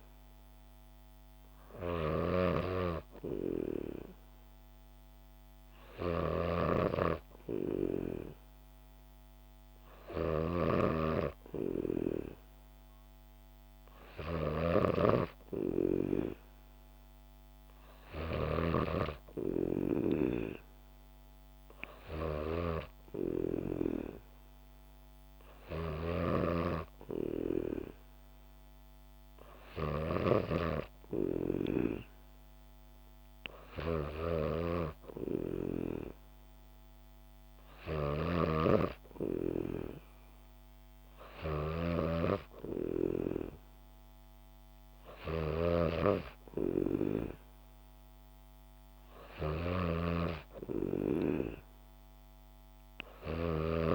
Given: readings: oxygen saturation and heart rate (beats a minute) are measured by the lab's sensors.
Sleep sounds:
breathing in sleep by a microphone on the trachea; none
0.00-53.95 s: snoring (device-marked)
From the record:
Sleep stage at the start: N3 (deep sleep); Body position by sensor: on the back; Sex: female

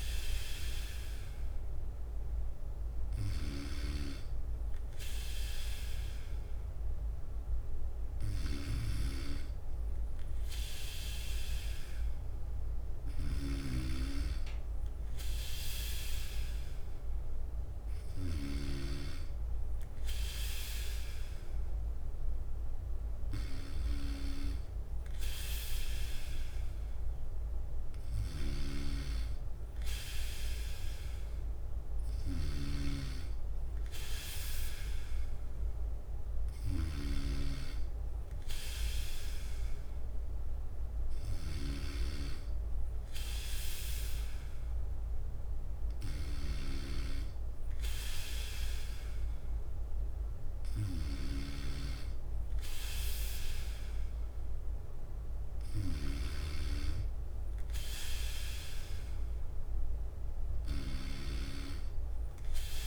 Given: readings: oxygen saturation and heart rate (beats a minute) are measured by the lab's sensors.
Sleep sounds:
breathing in sleep by a room microphone; none
0.00-6.00 s: bradycardia (device-marked, heart rate 58 extreme)
61.00-62.87 s: bradycardia (device-marked, heart rate 60 before, 60 extreme)
From the record:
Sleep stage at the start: N3 (deep sleep); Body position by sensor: on the back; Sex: male

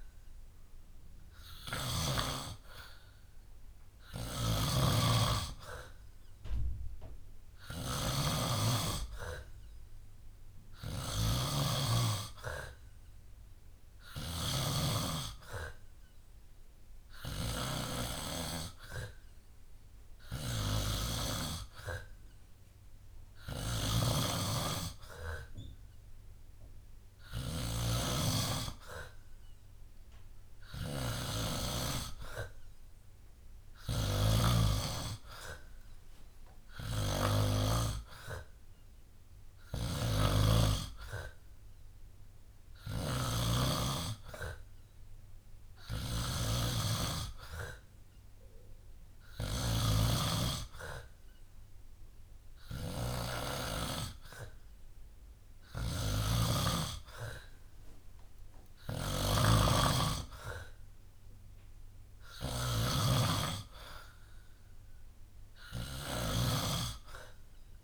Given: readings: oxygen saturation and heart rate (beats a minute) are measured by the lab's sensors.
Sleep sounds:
breathing in sleep by a room microphone; none
0.00-2.00 s: snoring (device-marked)
4.00-17.50 s: snoring (device-marked)
23.50-56.50 s: snoring (device-marked)
58.50-67.84 s: snoring (device-marked)
From the record:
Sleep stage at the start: N2 (light sleep); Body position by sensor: on the back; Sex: male

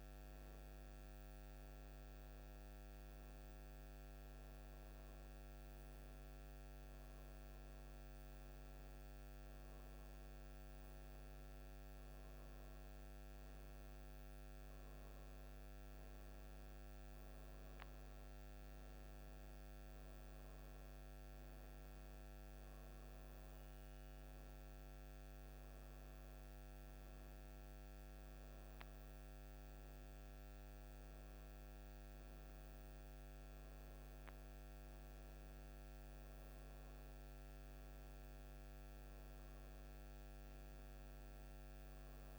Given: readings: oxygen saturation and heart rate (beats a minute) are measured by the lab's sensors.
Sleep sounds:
breathing in sleep, hard to hear, by a microphone on the trachea; none
none scored
From the record:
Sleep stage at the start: N1 (lightest sleep); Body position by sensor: on the right side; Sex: female

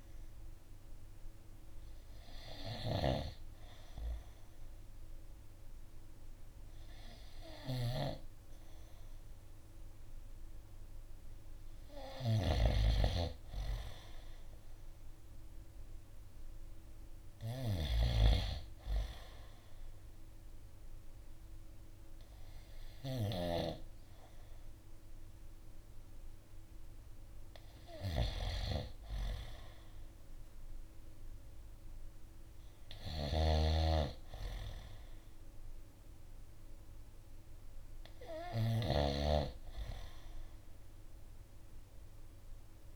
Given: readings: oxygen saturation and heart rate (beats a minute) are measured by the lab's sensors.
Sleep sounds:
breathing in sleep by a room microphone; none
0.00-23.00 s: snoring (device-marked)
32.50-42.96 s: snoring (device-marked)
From the record:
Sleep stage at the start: N2 (light sleep); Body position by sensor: on the right side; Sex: male

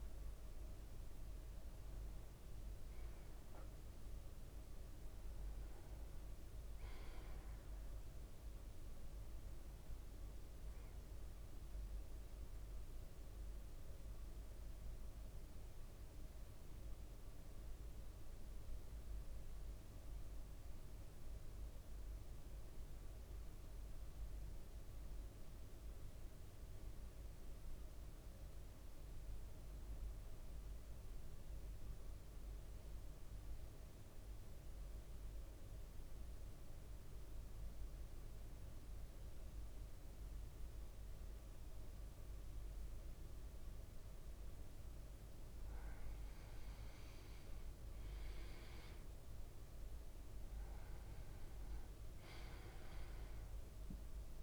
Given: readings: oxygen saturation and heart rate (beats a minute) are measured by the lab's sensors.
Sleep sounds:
breathing in sleep, hard to hear, by a room microphone; 1
0.00-10.00 s: oxygen desaturation (device-marked, oxygen 93% lowest, heart rate 55 extreme)
13.00-45.00 s: mixed apnea (oxygen 100% before, 92% lowest, heart rate 56 before, 53 extreme, up 4 after)
39.00-54.43 s: oxygen desaturation (device-marked, oxygen 100% before, 92% lowest, heart rate 56 before, 53 extreme)
47.50-50.50 s: arousal
From the record:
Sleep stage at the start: N2 (light sleep); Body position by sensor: on the back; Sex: male

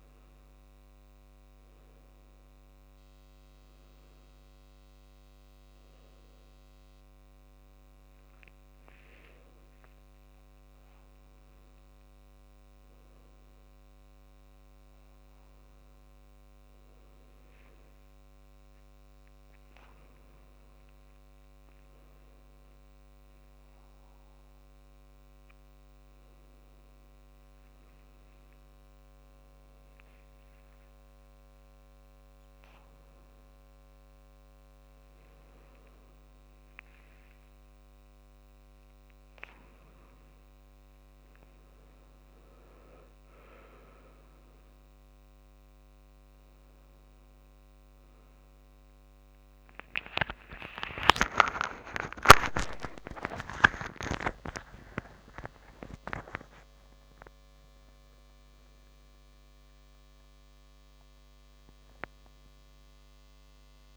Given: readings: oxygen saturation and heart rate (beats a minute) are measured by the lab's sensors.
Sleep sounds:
breathing in sleep by a microphone on the trachea; 1
13.00-26.50 s: hypopnea (oxygen 99% before, 92% lowest, heart rate 74 before, 70 extreme, up 8 after)
15.50-63.97 s: new sleep stage, N2 (light sleep)
26.50-54.50 s: oxygen desaturation (device-marked, oxygen 98% before, 92% lowest, heart rate 74 before, 76 extreme)
29.50-34.00 s: arousal
54.50-59.50 s: arousal
From the record:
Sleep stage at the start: N1 (lightest sleep); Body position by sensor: on the back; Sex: male

